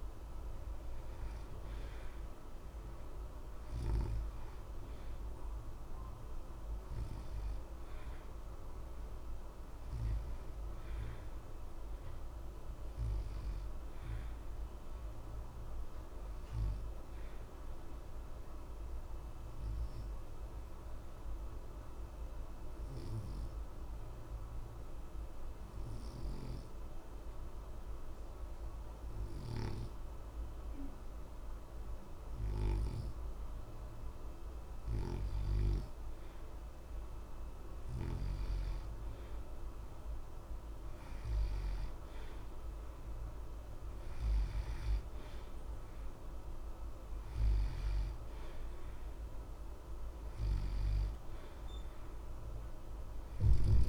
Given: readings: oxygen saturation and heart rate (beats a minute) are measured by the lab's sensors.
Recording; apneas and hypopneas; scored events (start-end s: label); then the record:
breathing in sleep, hard to hear, by a room microphone; 1
5.00-28.00 s: oxygen desaturation (device-marked, oxygen 92% before, 88% lowest, heart rate 60 before, 60 extreme)
15.00-33.00 s: mixed apnea (oxygen 93% before, 88% lowest, heart rate 60 before, 60 extreme, up 0 after)
35.00-39.50 s: arousal
45.00-53.89 s: oxygen desaturation (device-marked, oxygen 92% before, 88% lowest, heart rate 60 before, 60 extreme)
From the record:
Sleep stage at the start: N2 (light sleep); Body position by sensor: on the back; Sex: male